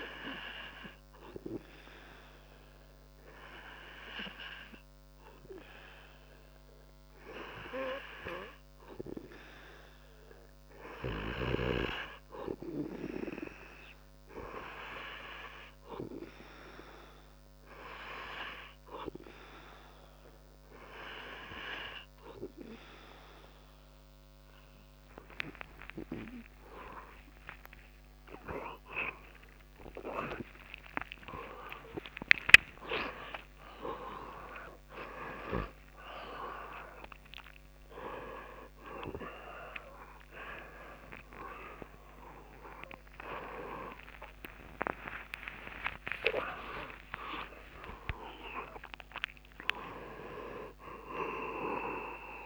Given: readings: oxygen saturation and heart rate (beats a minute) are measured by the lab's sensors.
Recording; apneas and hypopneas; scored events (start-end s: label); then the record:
a person partly awake in a sleep study, by a microphone on the trachea; none
27.50-52.46 s: new sleep stage, awake
From the record:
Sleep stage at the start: N2 (light sleep); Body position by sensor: on the back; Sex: male